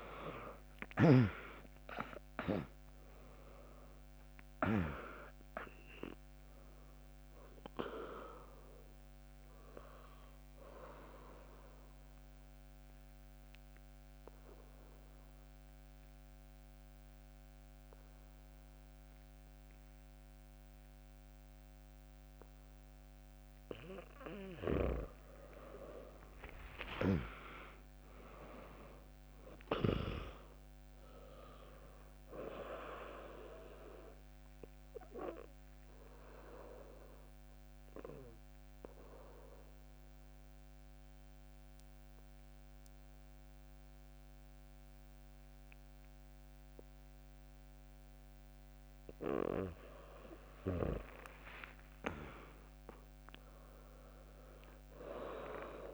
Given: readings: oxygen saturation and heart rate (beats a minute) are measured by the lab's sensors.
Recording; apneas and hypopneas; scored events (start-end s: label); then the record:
breathing in sleep by a microphone on the trachea; 2
0.00-1.00 s: tachycardia (device-marked, heart rate 108 extreme)
0.00-11.00 s: drop in pulse transit time (device-marked, heart rate 85 extreme)
1.00-3.00 s: long interval between heartbeats (device-marked, heart rate 81 before, 114 extreme)
1.00-22.00 s: oxygen desaturation (device-marked, oxygen 100% before, 96% lowest, heart rate 81 before, 61 extreme)
10.50-23.50 s: obstructive apnea (oxygen 100% before, 96% lowest, heart rate 88 before, 61 extreme, up 0 after)
25.50-30.00 s: arousal
35.00-49.50 s: mixed apnea (oxygen 100% before, 95% lowest, heart rate 73 before, 62 extreme, up 2 after)
50.00-55.94 s: drop in pulse transit time (device-marked, heart rate 63 before, 62 extreme)
51.00-54.50 s: arousal
From the record:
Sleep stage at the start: N2 (light sleep); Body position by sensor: on the back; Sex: female